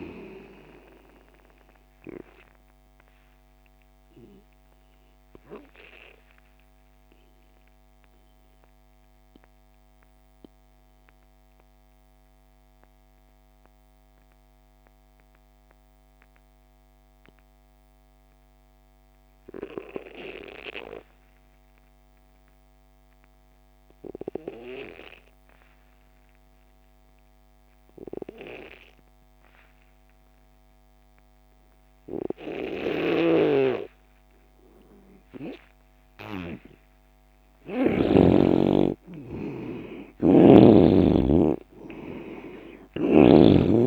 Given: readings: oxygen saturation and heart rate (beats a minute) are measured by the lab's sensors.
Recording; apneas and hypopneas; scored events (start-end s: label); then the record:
breathing in sleep by a microphone on the trachea; 1
0.00-19.00 s: oxygen desaturation (device-marked, oxygen 87% lowest)
4.00-38.50 s: mixed apnea (oxygen 98% before, 85% lowest)
30.00-43.87 s: oxygen desaturation (device-marked, oxygen 98% before, 85% lowest)
33.00-38.00 s: snoring (device-marked)
40.00-43.87 s: arousal
From the record:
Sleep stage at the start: N2 (light sleep); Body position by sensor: on the left side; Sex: male